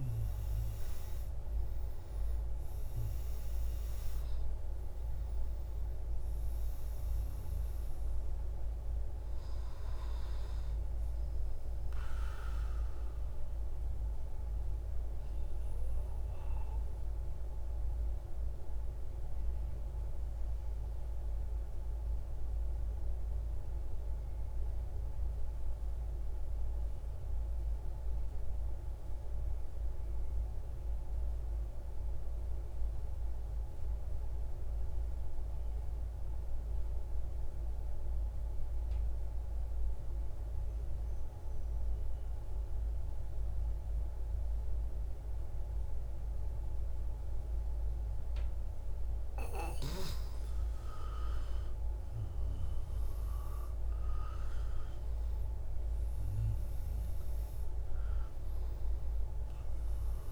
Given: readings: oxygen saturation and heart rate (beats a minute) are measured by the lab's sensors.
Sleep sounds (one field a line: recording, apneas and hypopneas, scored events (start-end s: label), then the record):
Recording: breathing in sleep, hard to hear, by a room microphone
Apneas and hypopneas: 1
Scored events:
0.00-20.00 s: oxygen desaturation (device-marked, oxygen 88% lowest, heart rate 117 extreme)
19.00-49.50 s: mixed apnea (oxygen 93% before, 90% lowest)
43.00-60.32 s: oxygen desaturation (device-marked, oxygen 98% before, 90% lowest)
51.00-57.00 s: arousal
From the record:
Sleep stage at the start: N2 (light sleep)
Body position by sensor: on the right side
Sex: male